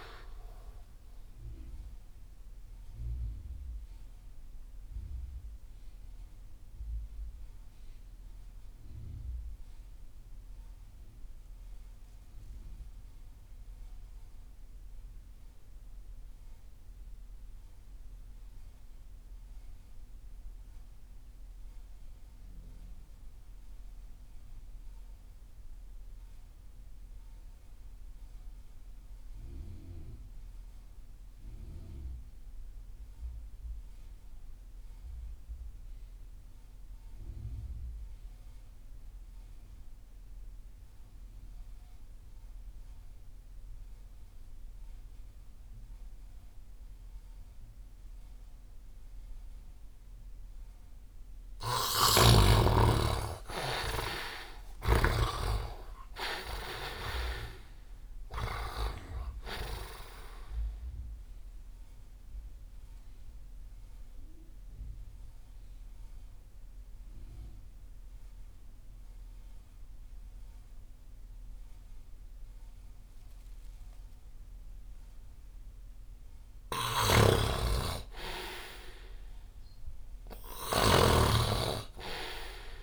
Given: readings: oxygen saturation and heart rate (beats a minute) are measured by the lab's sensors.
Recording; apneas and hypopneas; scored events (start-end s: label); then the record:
breathing in sleep by a room microphone; 2
0.00-15.50 s: oxygen desaturation (device-marked, oxygen 54% lowest)
2.00-51.50 s: mixed apnea (oxygen 84% before, 49% lowest)
27.50-78.50 s: oxygen desaturation (device-marked, oxygen 99% before, 49% lowest)
52.00-59.00 s: snoring (device-marked)
52.50-55.50 s: arousal
61.50-75.50 s: mixed apnea (oxygen 85% before, 49% lowest)
77.00-81.00 s: snoring (device-marked)
78.00-81.00 s: arousal
80.50-82.82 s: oxygen desaturation (device-marked, oxygen 99% before, 83% lowest)
From the record:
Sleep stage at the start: REM sleep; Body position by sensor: on the right side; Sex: male